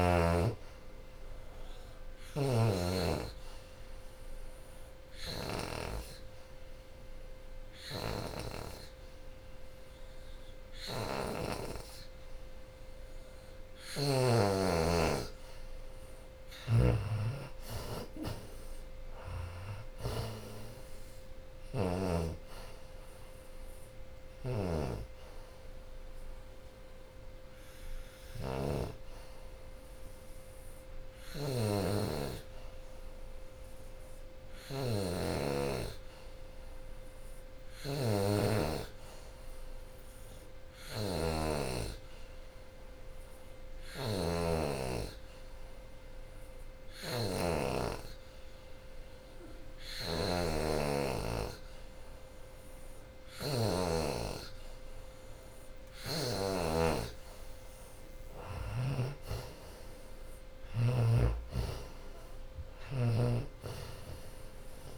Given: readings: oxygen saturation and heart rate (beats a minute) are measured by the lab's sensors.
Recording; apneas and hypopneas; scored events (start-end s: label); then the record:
breathing in sleep by a room microphone; 2
1.00-14.00 s: oxygen desaturation (device-marked, oxygen 94% before, 88% lowest, heart rate 82 before, 71 extreme)
3.00-14.00 s: hypopnea (oxygen 94% before, 84% lowest, heart rate 81 before, 71 extreme, up 18 after)
15.50-20.00 s: arousal
16.00-26.00 s: drop in pulse transit time (device-marked, heart rate 80 before, 79 extreme)
16.00-34.00 s: oxygen desaturation (device-marked, oxygen 89% before, 84% lowest, heart rate 80 before, 71 extreme)
35.00-55.00 s: hypopnea (oxygen 90% before, 83% lowest, heart rate 81 before, 74 extreme, up 19 after)
48.00-64.98 s: oxygen desaturation (device-marked, oxygen 91% before, 85% lowest, heart rate 78 before, 80 extreme)
56.00-64.98 s: drop in pulse transit time (device-marked, heart rate 79 before, 83 extreme)
56.50-60.00 s: arousal
From the record:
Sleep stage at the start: N2 (light sleep); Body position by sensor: on the back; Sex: female